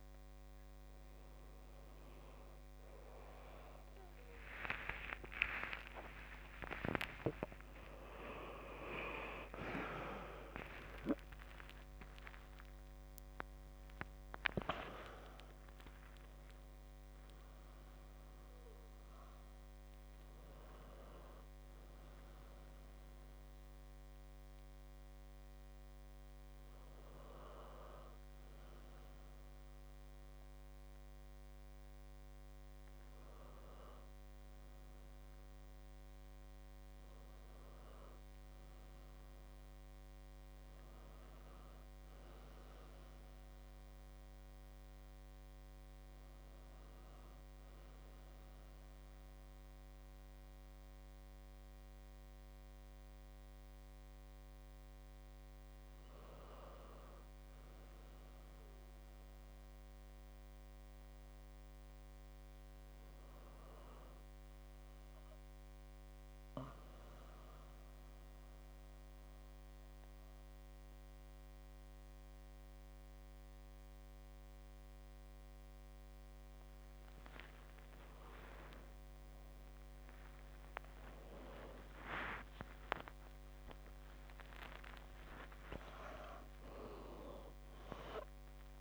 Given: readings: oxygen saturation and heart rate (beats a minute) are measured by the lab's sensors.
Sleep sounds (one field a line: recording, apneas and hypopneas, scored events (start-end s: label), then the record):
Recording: breathing in sleep by a microphone on the trachea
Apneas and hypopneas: 1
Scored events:
6.50-14.00 s: arousal
9.50-11.50 s: long interval between heartbeats (device-marked, heart rate 67 before, 80 extreme)
66.00-77.50 s: central apnea (oxygen 100% before, 96% lowest, heart rate 66 before, 66 extreme)
78.00-80.00 s: long interval between heartbeats (device-marked, heart rate 67 before, 74 extreme)
79.00-82.50 s: arousal
80.50-82.50 s: long interval between heartbeats (device-marked, heart rate 71 before, 126 extreme)
83.50-85.50 s: long interval between heartbeats (device-marked, heart rate 82 before, 180 extreme)
86.00-88.00 s: long interval between heartbeats (device-marked, heart rate 94 before, 185 extreme)
From the record:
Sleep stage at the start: N2 (light sleep)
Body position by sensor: on the back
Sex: male